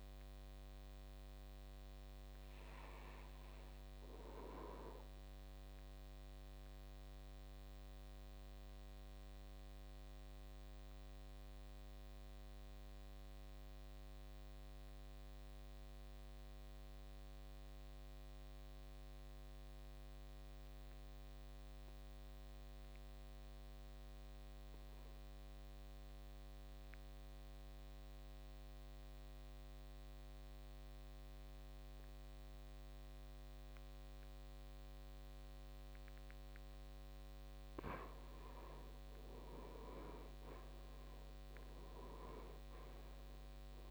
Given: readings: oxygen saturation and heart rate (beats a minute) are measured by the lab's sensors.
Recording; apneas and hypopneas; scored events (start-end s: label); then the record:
breathing in sleep, hard to hear, by a microphone on the trachea; 1
0.00-2.00 s: oxygen desaturation (device-marked, oxygen 78% lowest, heart rate 55 extreme)
2.00-5.00 s: arousal
6.50-37.00 s: obstructive apnea (oxygen 99% before, 76% lowest, heart rate 58 before, 55 extreme, up 10 after)
26.00-43.90 s: oxygen desaturation (device-marked, oxygen 97% before, 76% lowest, heart rate 57 before, 56 extreme)
38.50-42.00 s: arousal
From the record:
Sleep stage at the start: N2 (light sleep); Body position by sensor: on the back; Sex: male